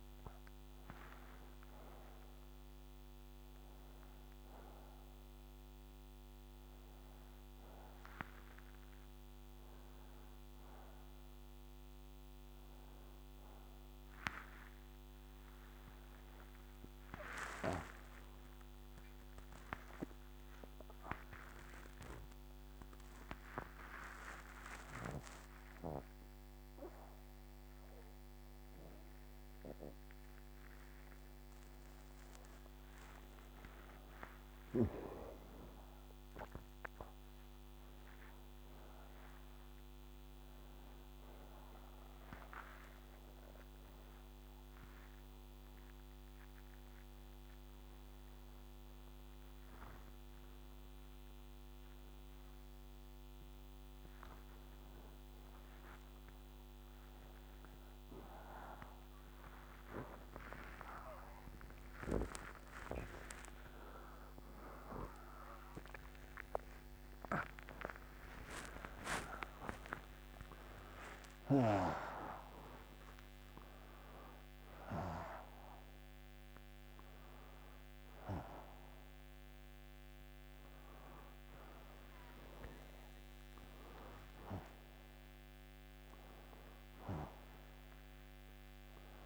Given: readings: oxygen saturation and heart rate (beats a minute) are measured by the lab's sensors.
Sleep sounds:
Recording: a person awake in a sleep study, by a microphone on the trachea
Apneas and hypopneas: none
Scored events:
50.00-82.00 s: oxygen desaturation (device-marked, oxygen 94% before, 82% lowest)
From the record:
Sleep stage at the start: awake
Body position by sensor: upright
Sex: male

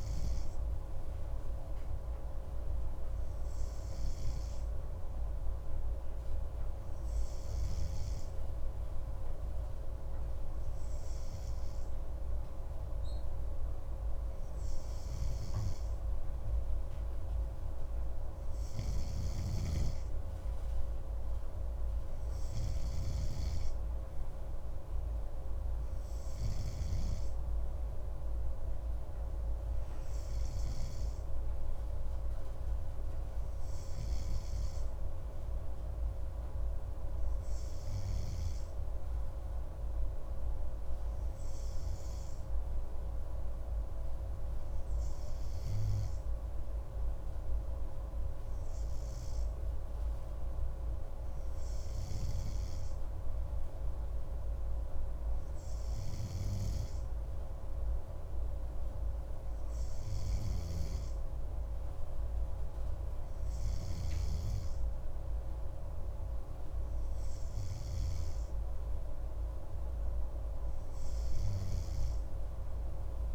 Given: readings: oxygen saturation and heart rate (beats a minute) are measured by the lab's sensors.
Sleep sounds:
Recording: breathing in sleep, hard to hear, by a room microphone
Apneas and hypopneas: none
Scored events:
60.50-64.50 s: snoring (device-marked)
From the record:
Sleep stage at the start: N3 (deep sleep)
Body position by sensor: on the right side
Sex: male

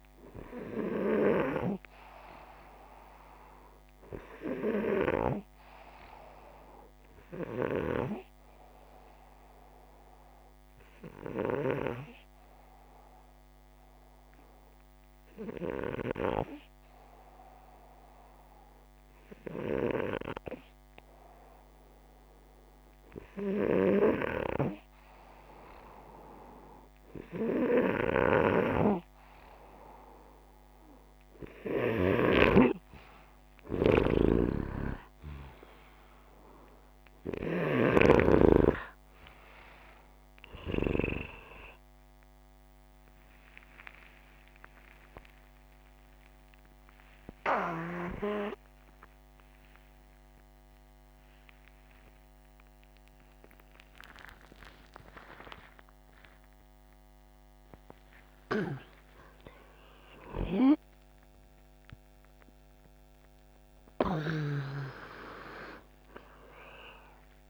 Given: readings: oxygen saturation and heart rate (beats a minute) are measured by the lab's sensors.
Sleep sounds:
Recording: a person awake in a sleep study, by a microphone on the trachea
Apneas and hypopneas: 1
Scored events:
8.00-22.50 s: hypopnea (oxygen 95% before, 94% lowest, heart rate 64 before, 57 extreme, up 3 after)
31.00-67.50 s: new sleep stage, awake
33.00-37.50 s: snoring (device-marked)
From the record:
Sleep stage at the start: N2 (light sleep)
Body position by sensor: upright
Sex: male

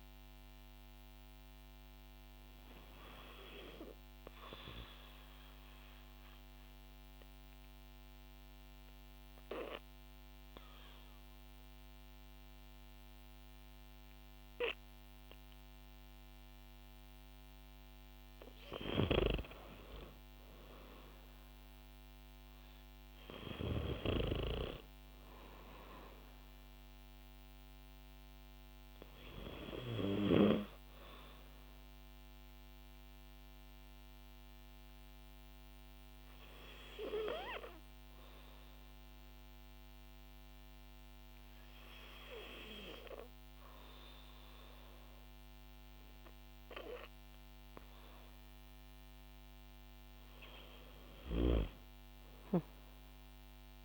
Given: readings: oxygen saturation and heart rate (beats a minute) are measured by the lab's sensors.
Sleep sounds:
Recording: breathing in sleep by a microphone on the trachea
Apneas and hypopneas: 2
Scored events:
4.50-18.00 s: obstructive apnea (oxygen 95% before, 91% lowest, heart rate 61 before, 56 extreme, up 4 after)
20.00-24.00 s: arousal
22.50-43.50 s: oxygen desaturation (device-marked, oxygen 96% before, 91% lowest, heart rate 59 before, 56 extreme)
32.50-49.50 s: hypopnea (oxygen 96% before, 91% lowest, heart rate 60 before, 56 extreme, up 5 after)
51.00-53.85 s: arousal
From the record:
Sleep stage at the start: N2 (light sleep)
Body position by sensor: on the back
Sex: female

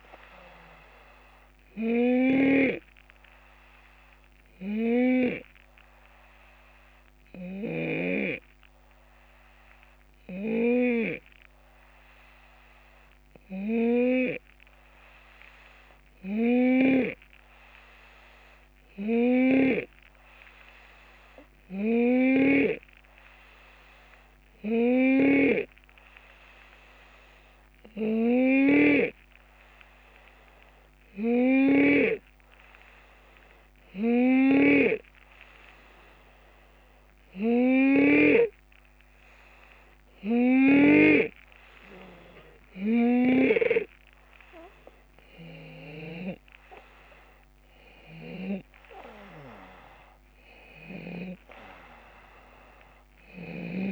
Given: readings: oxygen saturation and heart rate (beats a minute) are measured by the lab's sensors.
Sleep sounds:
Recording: breathing in sleep by a microphone on the trachea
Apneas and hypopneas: 1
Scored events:
0.00-7.50 s: snoring (device-marked)
3.00-40.00 s: hypopnea (oxygen 93% before, 88% lowest, heart rate 77 before, 72 extreme, up 4 after)
19.00-32.00 s: snoring (device-marked)
28.00-46.00 s: oxygen desaturation (device-marked, oxygen 93% before, 89% lowest, heart rate 75 before, 73 extreme)
34.00-41.00 s: snoring (device-marked)
44.00-53.92 s: drop in pulse transit time (device-marked, heart rate 76 before, 77 extreme)
46.50-51.50 s: arousal
From the record:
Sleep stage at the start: N2 (light sleep)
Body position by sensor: on the left side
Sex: male

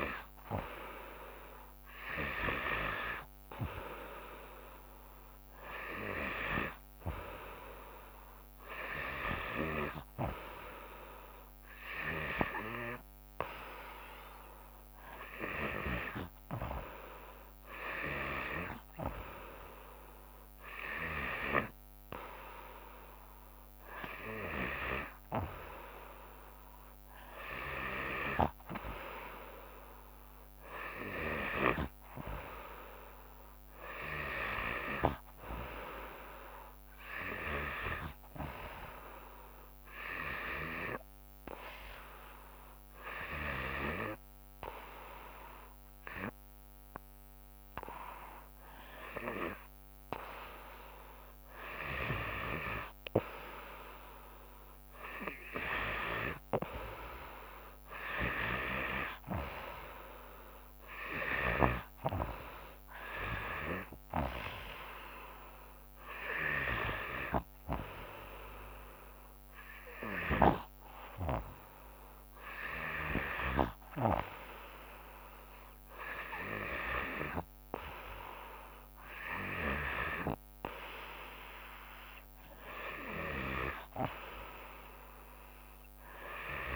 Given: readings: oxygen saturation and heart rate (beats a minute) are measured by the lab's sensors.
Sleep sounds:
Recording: breathing in sleep by a microphone on the trachea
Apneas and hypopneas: 1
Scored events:
28.00-32.00 s: snoring (device-marked)
40.50-52.00 s: hypopnea (oxygen 95% before, 93% lowest, heart rate 72 before, 70 extreme, up 1 after)
55.00-58.50 s: arousal
61.50-73.50 s: snoring (device-marked)
From the record:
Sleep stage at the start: N2 (light sleep)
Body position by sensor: on the back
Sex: female

